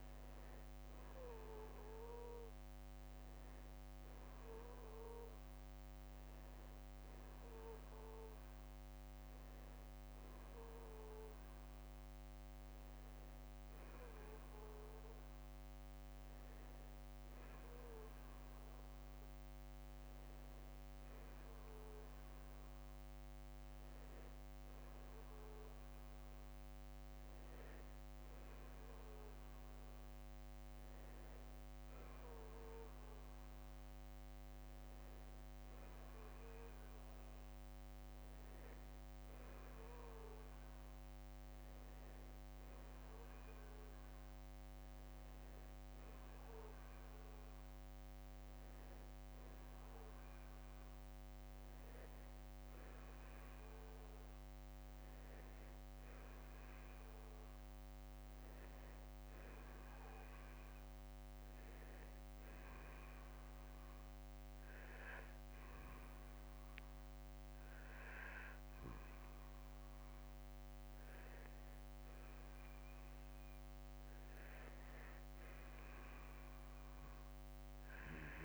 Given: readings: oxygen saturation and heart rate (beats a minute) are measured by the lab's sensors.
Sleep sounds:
breathing in sleep, hard to hear, by a microphone on the trachea; 1
0.00-11.50 s: oxygen desaturation (device-marked, oxygen 91% lowest, heart rate 49 extreme)
47.00-49.00 s: long interval between heartbeats (device-marked, heart rate 62 before, 68 extreme)
54.50-58.00 s: arousal
62.50-72.50 s: obstructive apnea (oxygen 96% before, 91% lowest, heart rate 59 before, 50 extreme, up 11 after)
76.00-78.45 s: arousal
From the record:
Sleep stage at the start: N2 (light sleep); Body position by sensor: on the back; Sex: male

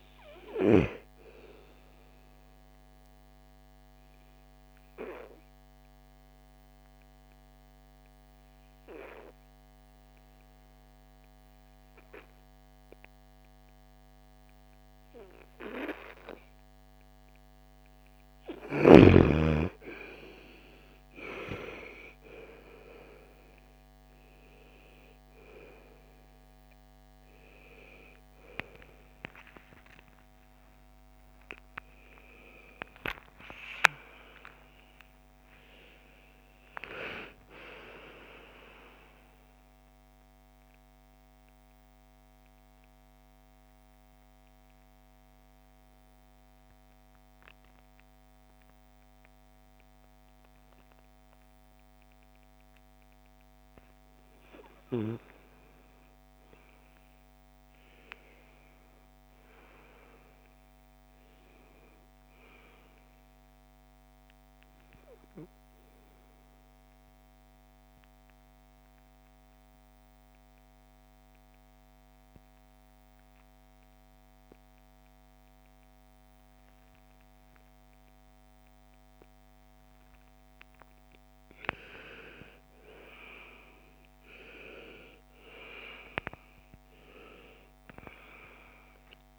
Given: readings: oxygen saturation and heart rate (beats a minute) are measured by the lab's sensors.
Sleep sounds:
breathing in sleep by a microphone on the trachea; 3
3.00-18.00 s: obstructive apnea (oxygen 98% before, 86% lowest, heart rate 60 before, 55 extreme, up 13 after)
18.00-41.00 s: oxygen desaturation (device-marked, oxygen 96% before, 86% lowest, heart rate 58 before, 58 extreme)
29.50-34.00 s: arousal
40.50-53.50 s: hypopnea (oxygen 96% before, 89% lowest, heart rate 93 before, 56 extreme, up 8 after)
55.50-59.50 s: arousal
60.00-72.00 s: oxygen desaturation (device-marked, oxygen 99% before, 94% lowest, heart rate 61 before, 39 extreme)
67.00-80.50 s: obstructive apnea (oxygen 99% before, 88% lowest, heart rate 62 before, 39 extreme, up 34 after)
82.00-86.00 s: arousal
83.00-89.39 s: oxygen desaturation (device-marked, oxygen 98% before, 89% lowest, heart rate 56 before, 56 extreme)
From the record:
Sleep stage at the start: N2 (light sleep); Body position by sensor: on the right side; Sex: female

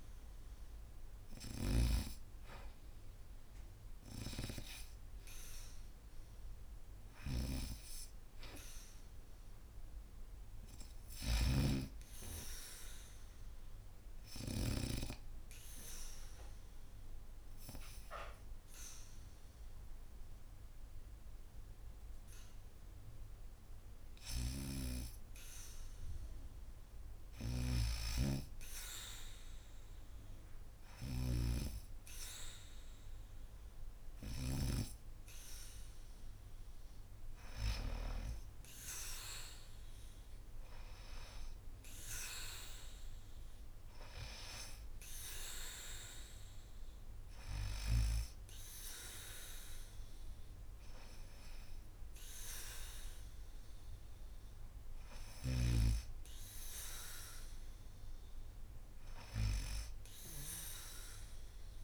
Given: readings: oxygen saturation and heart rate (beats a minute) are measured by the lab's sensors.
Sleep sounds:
breathing in sleep by a room microphone; 1
0.00-1.50 s: arousal
0.00-11.00 s: snoring (device-marked)
0.00-19.50 s: oxygen desaturation (device-marked, oxygen 83% lowest, heart rate 71 extreme)
14.50-24.50 s: obstructive apnea (oxygen 98% before, 83% lowest, heart rate 74 before, 71 extreme, up 0 after)
27.00-37.50 s: snoring (device-marked)
36.50-41.00 s: arousal
45.50-60.50 s: oxygen desaturation (device-marked, oxygen 93% before, 89% lowest, heart rate 75 before, 73 extreme)
From the record:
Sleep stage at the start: N2 (light sleep); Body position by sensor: on the back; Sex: female

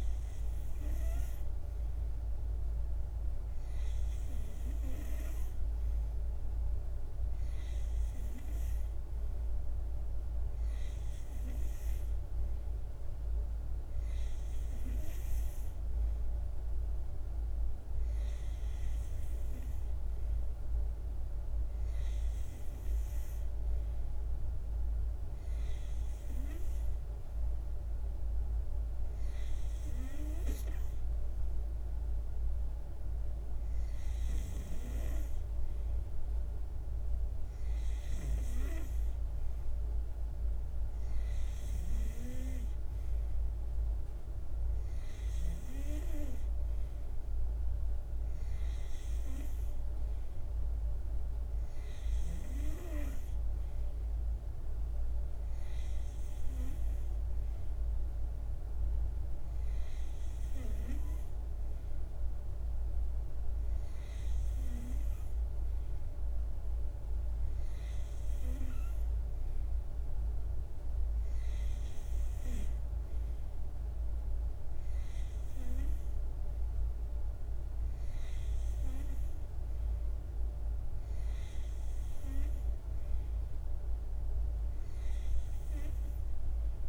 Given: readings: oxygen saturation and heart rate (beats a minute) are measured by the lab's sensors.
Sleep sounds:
breathing in sleep by a room microphone; none
none scored
From the record:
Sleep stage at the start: N2 (light sleep); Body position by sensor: on the back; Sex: male

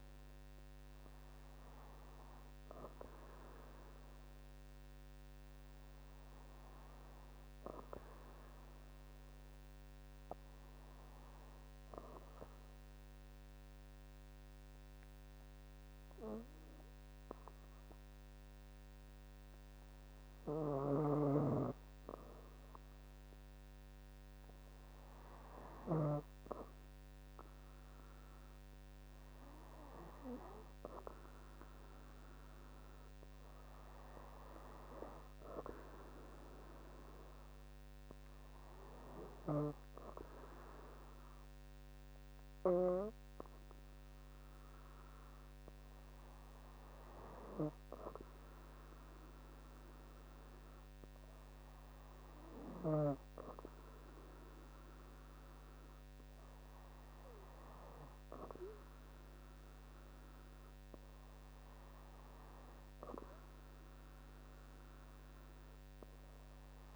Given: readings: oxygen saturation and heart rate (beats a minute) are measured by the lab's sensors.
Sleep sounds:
breathing in sleep by a microphone on the trachea; 1
9.50-25.00 s: hypopnea (oxygen 98% before, 93% lowest, heart rate 65 before, 63 extreme)
27.00-30.50 s: arousal
40.00-63.00 s: oxygen desaturation (device-marked, oxygen 96% before, 93% lowest, heart rate 65 before, 60 extreme)
From the record:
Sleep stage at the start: N2 (light sleep); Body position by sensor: on the back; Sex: female

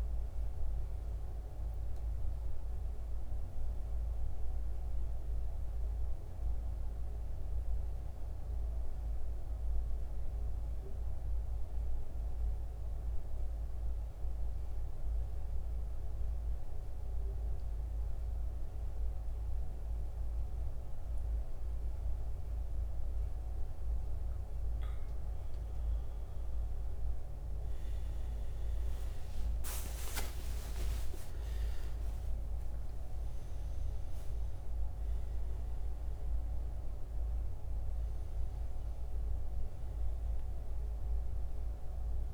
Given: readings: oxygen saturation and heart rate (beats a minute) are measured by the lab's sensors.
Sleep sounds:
breathing in sleep, hard to hear, by a room microphone; 1
0.00-7.50 s: oxygen desaturation (device-marked, oxygen 85% lowest, heart rate 62 extreme)
5.50-23.00 s: central apnea (oxygen 93% before, 85% lowest, heart rate 74 before, 62 extreme, up 14 after)
25.50-31.00 s: arousal
25.50-42.33 s: oxygen desaturation (device-marked, oxygen 95% before, 85% lowest, heart rate 66 before, 65 extreme)
From the record:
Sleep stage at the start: N2 (light sleep); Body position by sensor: on the back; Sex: male

